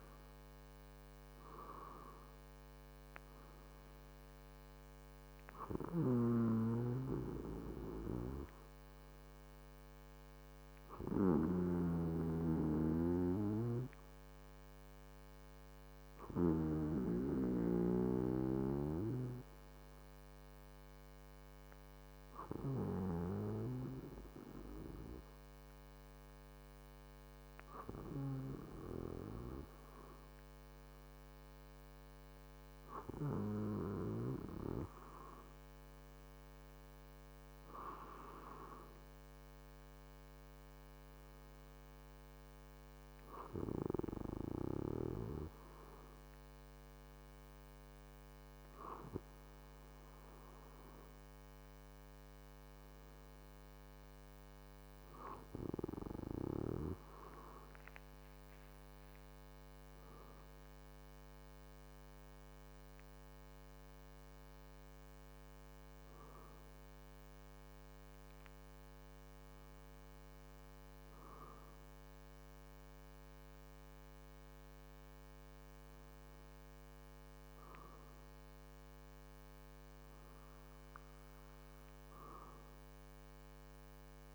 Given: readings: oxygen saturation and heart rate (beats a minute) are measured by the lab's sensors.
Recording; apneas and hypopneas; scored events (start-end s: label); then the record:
breathing in sleep by a microphone on the trachea; none
0.00-2.50 s: arousal
6.00-17.00 s: snoring (device-marked)
19.00-23.50 s: snoring (device-marked)
From the record:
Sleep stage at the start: REM sleep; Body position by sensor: on the back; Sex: male